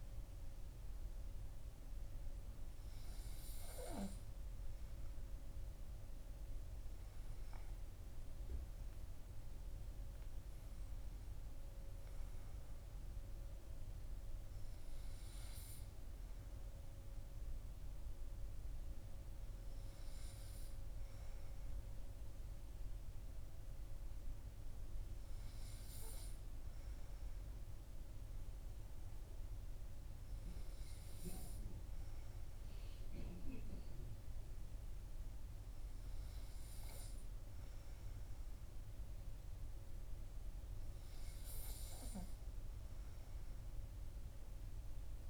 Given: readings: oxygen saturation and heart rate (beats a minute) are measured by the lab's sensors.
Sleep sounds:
breathing in sleep, hard to hear, by a room microphone; none
none scored
From the record:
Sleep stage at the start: N2 (light sleep); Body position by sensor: on the right side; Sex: male

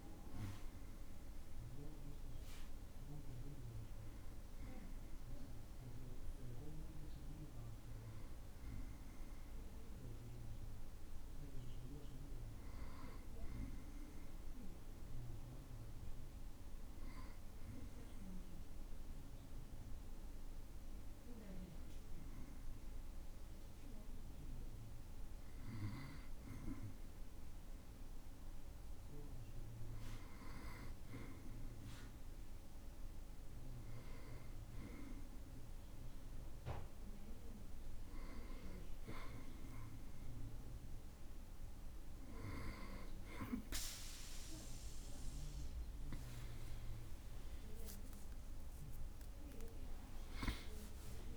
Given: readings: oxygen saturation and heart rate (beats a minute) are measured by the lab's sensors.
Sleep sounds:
breathing in sleep by a room microphone; 1
19.50-30.50 s: hypopnea (oxygen 97% before, 94% lowest, heart rate 54 before, 55 extreme, up 4 after)
47.00-51.37 s: arousal
48.00-50.00 s: long interval between heartbeats (device-marked, heart rate 58 before, 79 extreme)
From the record:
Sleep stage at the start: N2 (light sleep); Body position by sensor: on the back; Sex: male

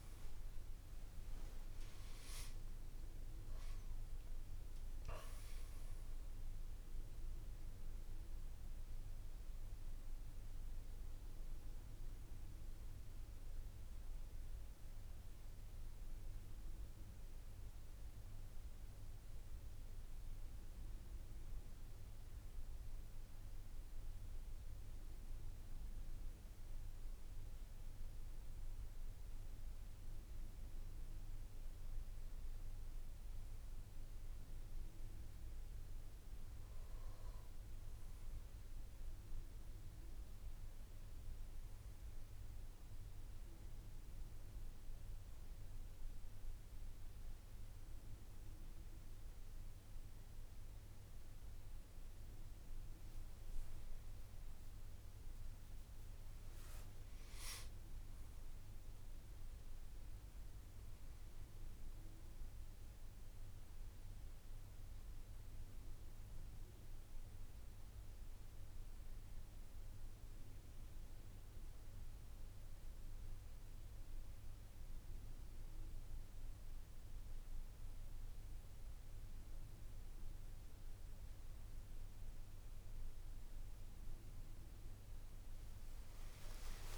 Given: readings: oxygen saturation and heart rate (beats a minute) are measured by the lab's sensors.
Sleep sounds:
breathing in sleep, hard to hear, by a room microphone; 1
0.00-4.00 s: arousal
0.00-5.50 s: oxygen desaturation (device-marked, oxygen 91% lowest, heart rate 56 extreme)
22.00-32.00 s: mixed apnea (oxygen 98% before, 94% lowest, heart rate 70 before, 56 extreme, up 2 after)
37.50-50.50 s: oxygen desaturation (device-marked, oxygen 98% before, 94% lowest, heart rate 59 before, 60 extreme)
85.50-86.98 s: tachycardia (device-marked, heart rate 60 before, 118 extreme)
From the record:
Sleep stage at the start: N1 (lightest sleep); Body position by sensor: on the back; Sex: male

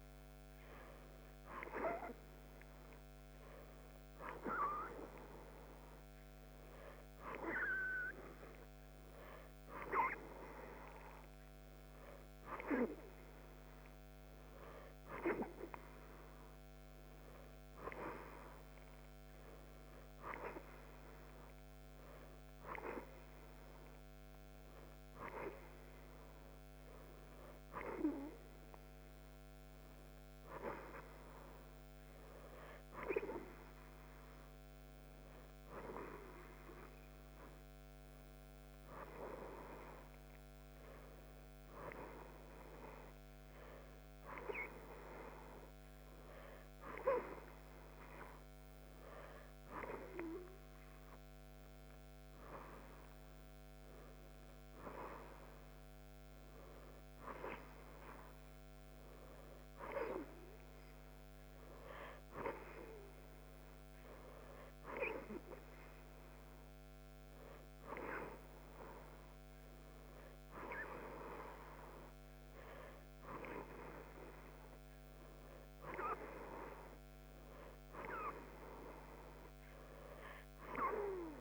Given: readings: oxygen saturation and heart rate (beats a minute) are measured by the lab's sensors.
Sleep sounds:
breathing in sleep by a microphone on the trachea; none
none scored
From the record:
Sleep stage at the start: N2 (light sleep); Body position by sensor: on the right side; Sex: female

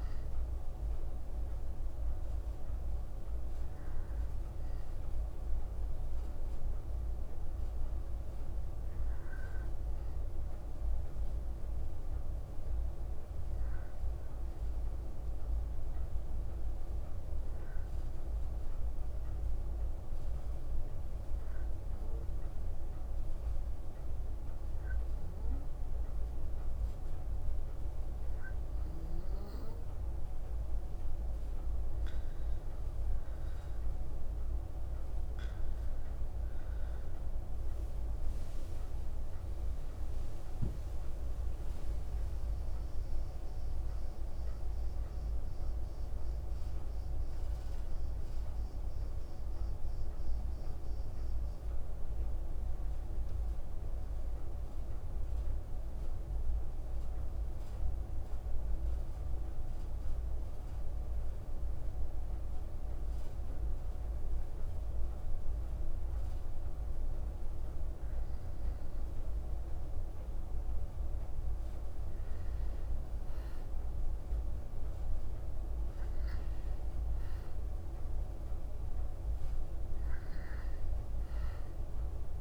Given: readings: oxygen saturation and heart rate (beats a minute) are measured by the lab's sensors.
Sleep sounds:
breathing in sleep, hard to hear, by a room microphone; 2
11.00-15.00 s: arousal
17.50-31.00 s: hypopnea (oxygen 96% before, 92% lowest, heart rate 55 before, 56 extreme, up 3 after)
37.00-42.00 s: arousal
54.50-68.00 s: mixed apnea (oxygen 95% before, 93% lowest, heart rate 59 before, 55 extreme, up 3 after)
72.00-76.00 s: arousal
From the record:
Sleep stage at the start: N2 (light sleep); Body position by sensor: on the back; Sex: female

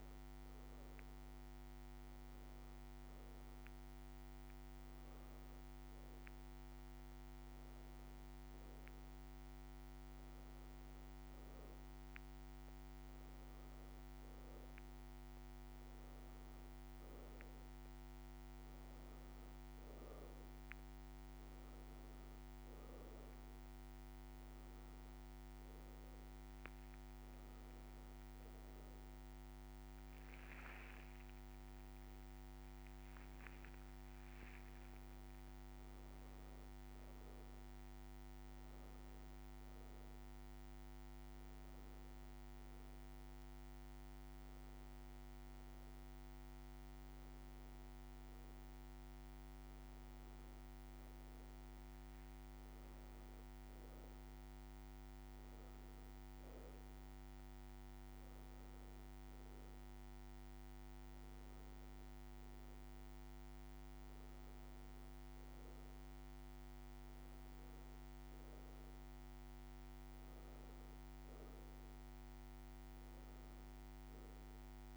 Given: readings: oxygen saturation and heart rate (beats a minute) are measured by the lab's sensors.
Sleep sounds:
breathing in sleep, hard to hear, by a microphone on the trachea; none
28.00-32.50 s: arousal
From the record:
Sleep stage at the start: N2 (light sleep); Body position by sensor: on the back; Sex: female

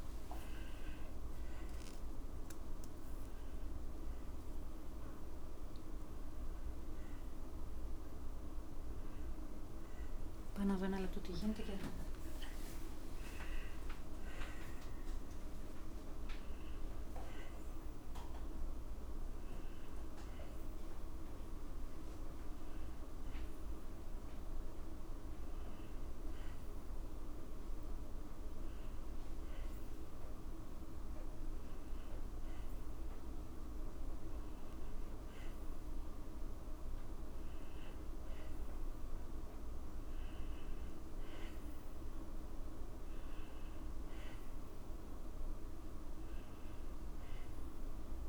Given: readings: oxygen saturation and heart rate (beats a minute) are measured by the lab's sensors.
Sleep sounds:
a person awake in a sleep study, hard to hear, by a room microphone; none
none scored
From the record:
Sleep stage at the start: awake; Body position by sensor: on the back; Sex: female

